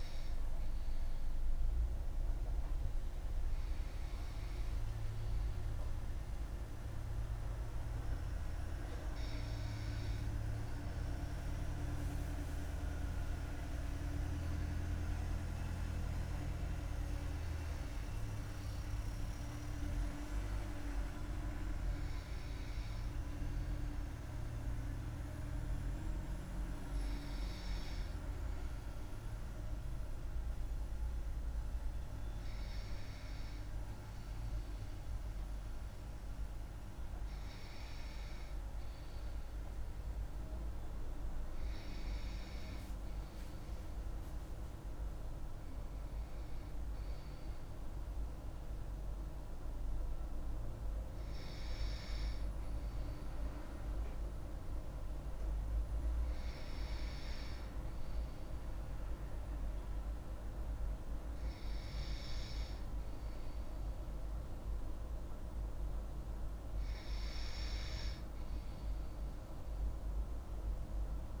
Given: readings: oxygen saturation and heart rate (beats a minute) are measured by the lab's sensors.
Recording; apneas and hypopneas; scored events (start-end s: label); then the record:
breathing in sleep by a room microphone; 2
15.50-18.50 s: arousal
22.00-33.50 s: hypopnea (oxygen 95% before, 93% lowest)
36.00-39.00 s: arousal
51.50-63.00 s: hypopnea (oxygen 95% before, 93% lowest)
67.00-70.00 s: arousal
From the record:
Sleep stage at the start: N2 (light sleep); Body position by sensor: on the left side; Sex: female